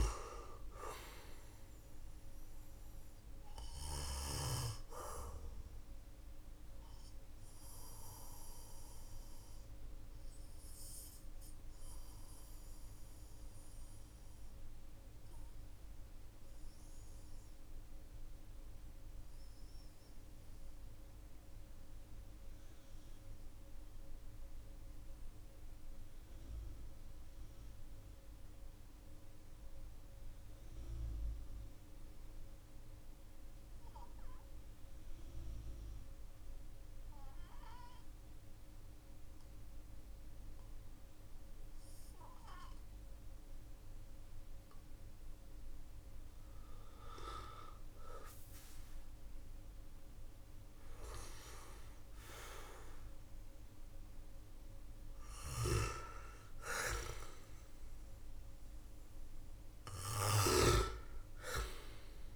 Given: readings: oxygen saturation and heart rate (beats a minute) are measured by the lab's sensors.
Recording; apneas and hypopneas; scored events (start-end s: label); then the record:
breathing in sleep by a room microphone; 1
4.00-29.00 s: oxygen desaturation (device-marked, oxygen 95% before, 91% lowest, heart rate 53 before, 46 extreme)
4.00-48.50 s: obstructive apnea (oxygen 98% before, 91% lowest, heart rate 53 before, 44 extreme, up 9 after)
50.50-54.50 s: arousal
54.50-60.00 s: snoring (device-marked)
From the record:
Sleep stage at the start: N2 (light sleep); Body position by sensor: on the back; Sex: male